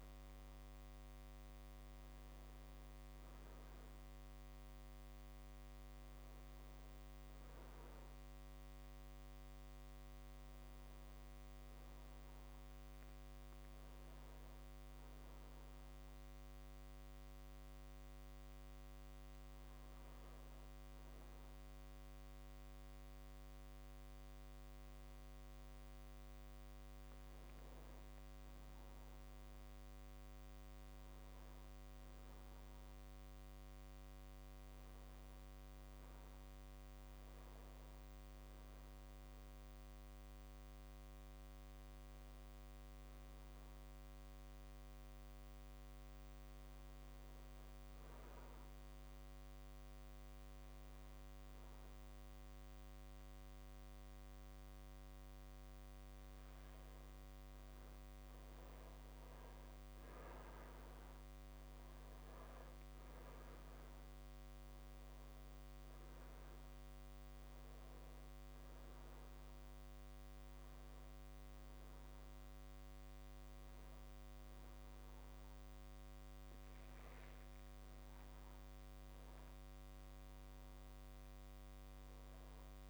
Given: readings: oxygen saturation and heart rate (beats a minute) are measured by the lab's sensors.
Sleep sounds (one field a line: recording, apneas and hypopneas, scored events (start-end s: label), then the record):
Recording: breathing in sleep, hard to hear, by a microphone on the trachea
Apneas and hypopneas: 1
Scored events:
31.50-35.00 s: arousal
39.00-55.50 s: obstructive apnea (oxygen 98% before, 95% lowest)
57.50-62.00 s: arousal
From the record:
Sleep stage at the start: N2 (light sleep)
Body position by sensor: on the back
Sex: male